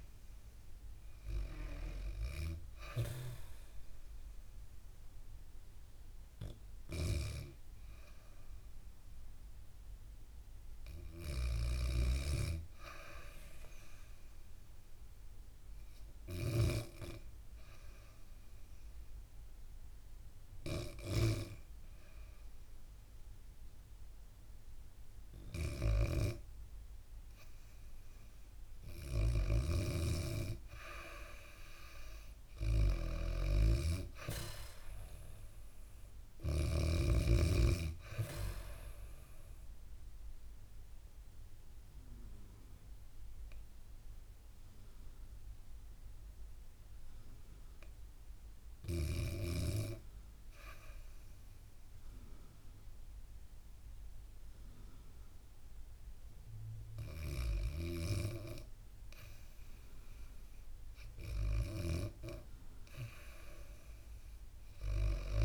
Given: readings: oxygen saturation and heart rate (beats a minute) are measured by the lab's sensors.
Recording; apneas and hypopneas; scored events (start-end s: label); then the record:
breathing in sleep by a room microphone; 2
7.50-11.00 s: arousal
11.00-16.00 s: snoring (device-marked)
14.50-27.00 s: hypopnea (oxygen 100% before, 93% lowest, heart rate 66 before, 67 extreme, up 3 after)
25.00-36.50 s: snoring (device-marked)
30.00-34.50 s: arousal
35.00-54.00 s: oxygen desaturation (device-marked, oxygen 96% before, 93% lowest, heart rate 67 before, 66 extreme)
40.00-58.50 s: obstructive apnea (oxygen 98% before, 93% lowest, heart rate 69 before, 66 extreme)
61.00-65.45 s: snoring (device-marked)
61.50-65.45 s: arousal
63.00-65.45 s: oxygen desaturation (device-marked, oxygen 98% before, 93% lowest, heart rate 70 before, 66 extreme)
From the record:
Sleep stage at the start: REM sleep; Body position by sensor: on the back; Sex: female